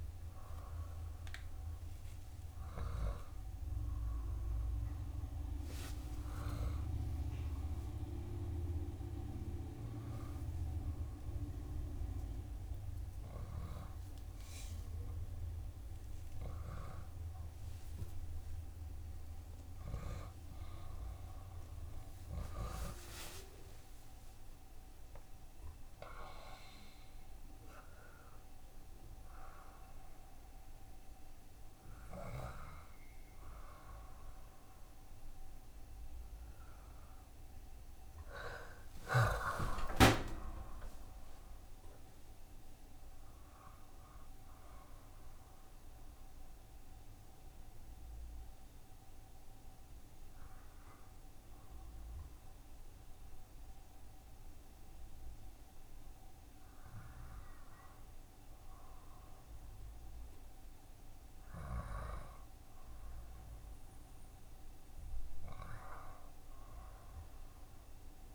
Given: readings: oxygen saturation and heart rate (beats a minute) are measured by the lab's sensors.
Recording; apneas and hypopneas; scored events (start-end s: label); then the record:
a person awake in a sleep study, by a room microphone; 1
2.00-4.00 s: long interval between heartbeats (device-marked, heart rate 107 before, 79 extreme)
10.50-12.50 s: long interval between heartbeats (device-marked, heart rate 80 before, 88 extreme)
19.00-21.00 s: long interval between heartbeats (device-marked, heart rate 80 before, 88 extreme)
28.00-41.00 s: oxygen desaturation (device-marked, oxygen 93% before, 88% lowest, heart rate 85 before, 69 extreme)
37.00-43.00 s: tachycardia (device-marked, heart rate 61 before, 117 extreme)
40.00-42.00 s: long interval between heartbeats (device-marked, heart rate 80 before, 107 extreme)
48.00-68.35 s: new sleep stage, N1 (lightest sleep)
48.50-62.00 s: hypopnea (oxygen 93% before, 81% lowest, heart rate 87 before, 67 extreme, up 19 after)
57.50-59.50 s: long interval between heartbeats (device-marked, heart rate 86 before, 77 extreme)
62.00-64.00 s: long interval between heartbeats (device-marked, heart rate 84 before, 87 extreme)
64.50-68.35 s: arousal
From the record:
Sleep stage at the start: awake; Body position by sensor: on the back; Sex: male